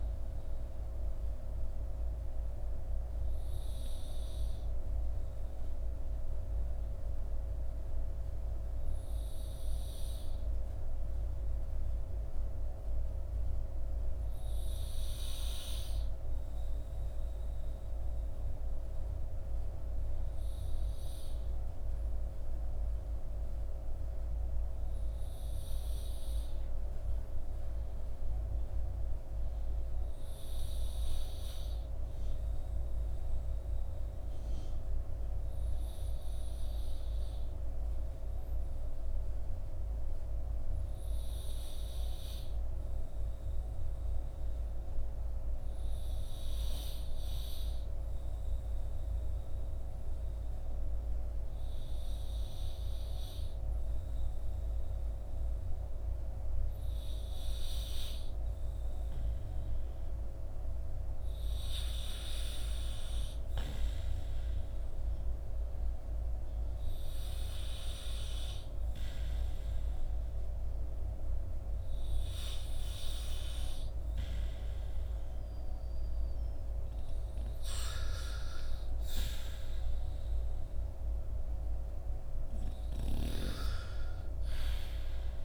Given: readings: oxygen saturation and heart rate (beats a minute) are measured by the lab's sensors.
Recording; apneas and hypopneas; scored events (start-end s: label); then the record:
breathing in sleep by a room microphone; 1
0.00-24.50 s: oxygen desaturation (device-marked, oxygen 79% lowest, heart rate 43 extreme)
0.50-61.50 s: mixed apnea (oxygen 92% before, 79% lowest, heart rate 60 before, 43 extreme, up 7 after)
40.50-85.45 s: oxygen desaturation (device-marked, oxygen 97% before, 86% lowest, heart rate 51 before, 43 extreme)
63.00-66.50 s: arousal
From the record:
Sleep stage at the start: REM sleep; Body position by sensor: on the back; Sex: male